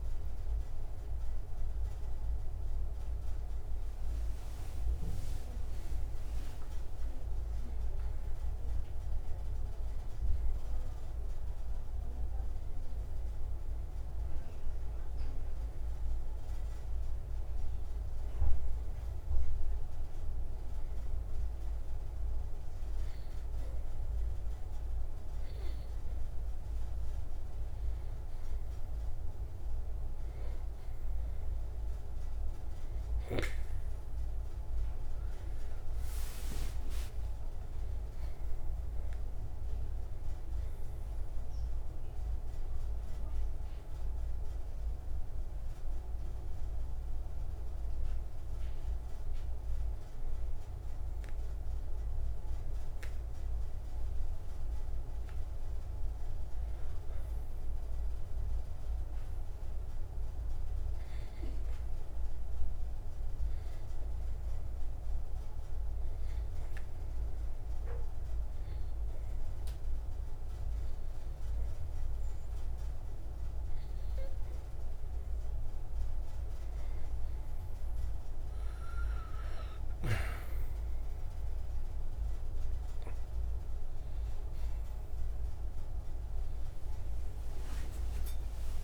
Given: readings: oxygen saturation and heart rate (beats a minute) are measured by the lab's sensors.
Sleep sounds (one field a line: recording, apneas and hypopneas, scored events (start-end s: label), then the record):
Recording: breathing in sleep, hard to hear, by a room microphone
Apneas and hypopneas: 2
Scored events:
0.00-14.00 s: oxygen desaturation (device-marked, oxygen 86% lowest, heart rate 83 extreme)
10.50-14.50 s: arousal
17.00-27.00 s: hypopnea (oxygen 97% before, 93% lowest, heart rate 140 before, 73 extreme, up 18 after)
31.50-36.50 s: arousal
60.50-75.50 s: hypopnea (oxygen 95% before, 90% lowest, heart rate 107 before, 59 extreme)
86.00-88.84 s: new sleep stage, awake
From the record:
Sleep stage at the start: N2 (light sleep)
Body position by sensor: on the right side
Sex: male